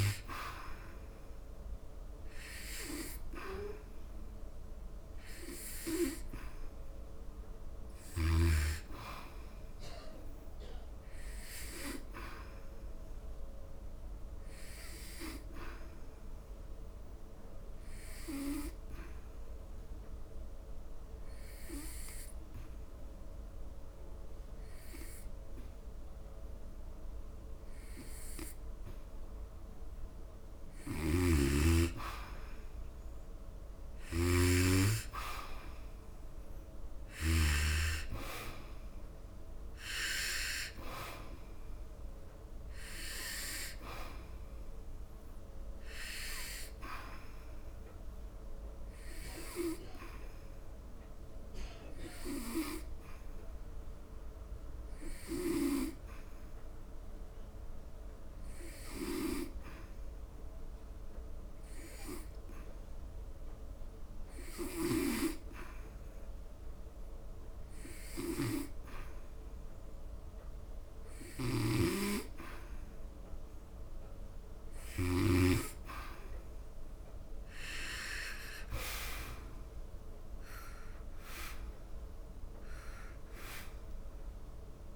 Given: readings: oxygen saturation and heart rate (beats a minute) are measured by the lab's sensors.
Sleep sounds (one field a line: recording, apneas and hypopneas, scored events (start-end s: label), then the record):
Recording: breathing in sleep by a room microphone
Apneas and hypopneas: 2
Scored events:
0.00-23.00 s: oxygen desaturation (device-marked, oxygen 89% lowest, heart rate 69 extreme)
18.00-32.50 s: hypopnea (oxygen 95% before, 88% lowest, heart rate 78 before, 69 extreme, up 10 after)
31.00-34.50 s: snoring (device-marked)
34.00-37.50 s: arousal
35.00-60.00 s: oxygen desaturation (device-marked, oxygen 95% before, 88% lowest, heart rate 72 before, 64 extreme)
48.50-74.00 s: hypopnea (oxygen 95% before, 88% lowest, heart rate 76 before, 64 extreme, up 16 after)
76.50-80.50 s: arousal
78.00-84.96 s: oxygen desaturation (device-marked, oxygen 95% before, 90% lowest, heart rate 71 before, 70 extreme)
From the record:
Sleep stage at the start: N2 (light sleep)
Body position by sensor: on the back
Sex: male